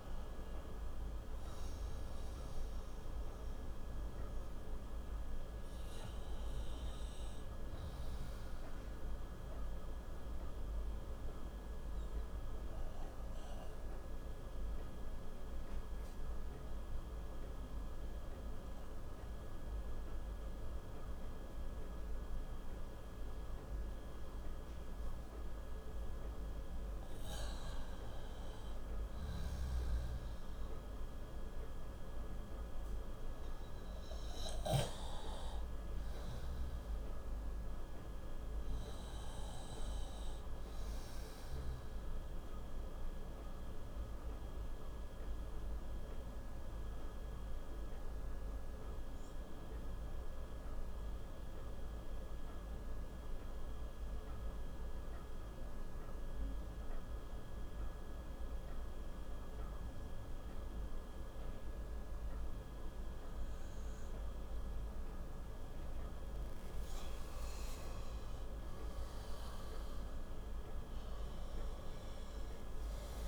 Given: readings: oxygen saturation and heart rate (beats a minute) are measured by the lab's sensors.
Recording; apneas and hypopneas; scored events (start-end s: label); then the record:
breathing in sleep, hard to hear, by a room microphone; 2
0.00-21.00 s: oxygen desaturation (device-marked, oxygen 89% lowest, heart rate 55 extreme)
9.00-26.00 s: obstructive apnea (oxygen 96% before, 89% lowest, heart rate 69 before, 55 extreme, up 12 after)
27.50-32.50 s: arousal
41.50-66.50 s: obstructive apnea (oxygen 98% before, 92% lowest, heart rate 63 before, 58 extreme)
67.50-73.00 s: arousal
From the record:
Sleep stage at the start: N2 (light sleep); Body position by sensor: on the left side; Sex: male